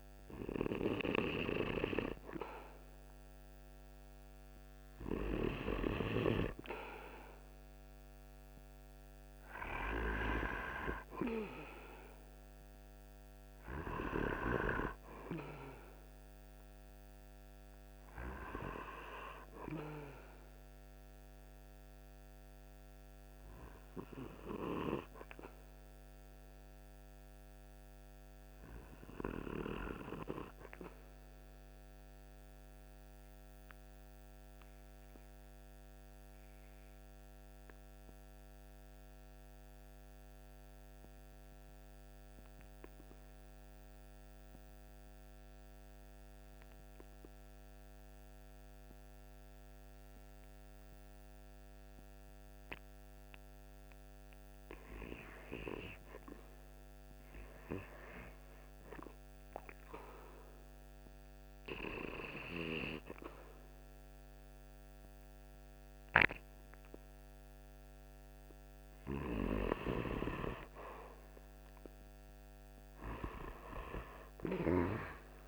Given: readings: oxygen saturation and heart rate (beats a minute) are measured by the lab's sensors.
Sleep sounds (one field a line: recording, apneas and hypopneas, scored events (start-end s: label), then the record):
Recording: breathing in sleep by a microphone on the trachea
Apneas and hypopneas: 1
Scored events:
7.50-22.50 s: oxygen desaturation (device-marked, oxygen 96% before, 93% lowest, heart rate 49 before, 48 extreme)
31.00-54.00 s: obstructive apnea (oxygen 96% before, 90% lowest, heart rate 49 before, 46 extreme, up 3 after)
56.00-59.00 s: arousal
64.50-75.48 s: oxygen desaturation (device-marked, oxygen 97% before, 90% lowest, heart rate 49 before, 50 extreme)
From the record:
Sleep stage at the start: REM sleep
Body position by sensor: on the right side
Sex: male